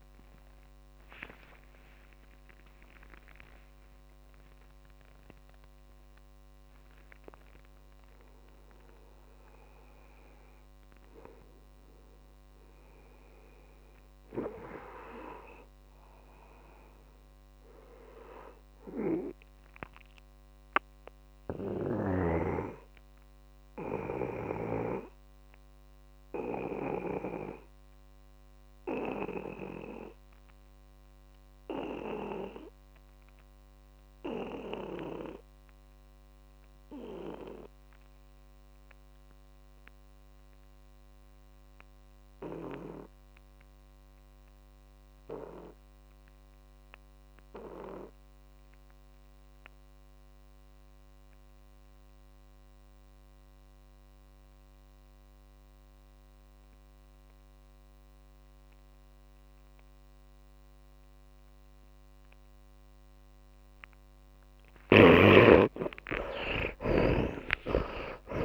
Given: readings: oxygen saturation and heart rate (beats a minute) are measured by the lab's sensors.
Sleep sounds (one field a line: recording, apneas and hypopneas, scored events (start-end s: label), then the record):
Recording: breathing in sleep by a microphone on the trachea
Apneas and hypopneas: 1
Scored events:
11.50-15.50 s: oxygen desaturation (device-marked, oxygen 100% before, 93% lowest)
17.00-21.00 s: arousal
26.50-68.45 s: oxygen desaturation (device-marked, oxygen 100% before, 71% lowest)
38.00-64.00 s: obstructive apnea (oxygen 100% before, 71% lowest)
66.00-68.45 s: arousal
From the record:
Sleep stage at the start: N2 (light sleep)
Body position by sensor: on the back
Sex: male